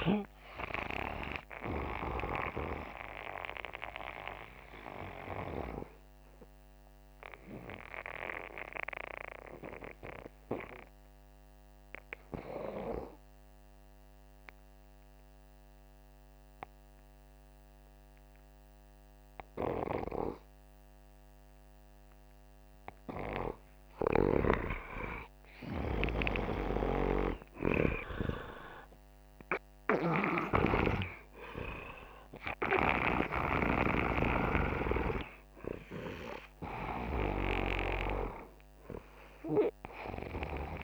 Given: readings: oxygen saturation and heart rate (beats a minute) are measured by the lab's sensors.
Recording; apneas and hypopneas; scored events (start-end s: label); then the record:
breathing in sleep by a microphone on the trachea; 1
0.00-19.50 s: oxygen desaturation (device-marked, oxygen 89% lowest, heart rate 60 extreme)
4.50-23.00 s: obstructive apnea (oxygen 97% before, 89% lowest, heart rate 70 before, 60 extreme, up 3 after)
24.50-28.50 s: arousal
39.50-40.84 s: oxygen desaturation (device-marked, oxygen 98% before, 94% lowest, heart rate 64 before, 61 extreme)
From the record:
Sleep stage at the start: N2 (light sleep); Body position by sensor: upright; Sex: male